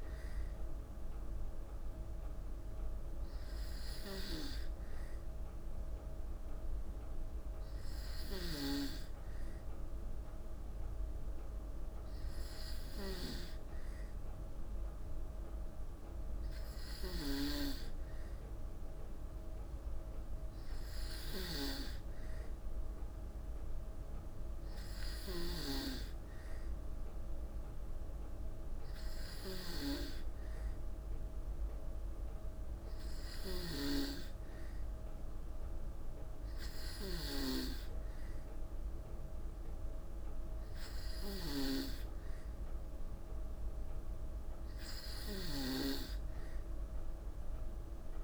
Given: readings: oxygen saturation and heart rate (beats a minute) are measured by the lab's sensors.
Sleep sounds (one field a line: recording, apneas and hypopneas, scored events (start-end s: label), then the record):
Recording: breathing in sleep by a room microphone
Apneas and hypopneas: none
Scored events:
none scored
From the record:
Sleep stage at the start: N2 (light sleep)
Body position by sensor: on the back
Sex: female